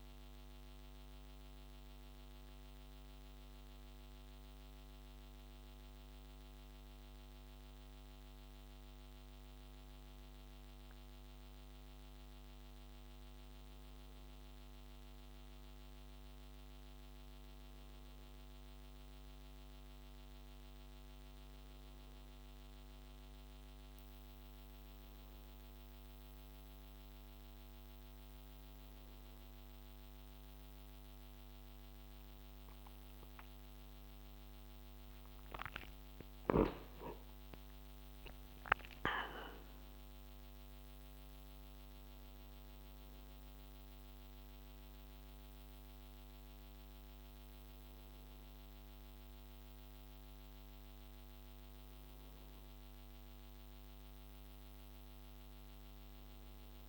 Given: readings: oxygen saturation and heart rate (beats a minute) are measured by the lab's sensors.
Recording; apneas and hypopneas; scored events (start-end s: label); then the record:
a person awake in a sleep study, hard to hear, by a microphone on the trachea; none
45.00-56.89 s: new sleep stage, N1 (lightest sleep)
From the record:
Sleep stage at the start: awake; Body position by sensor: on the right side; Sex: male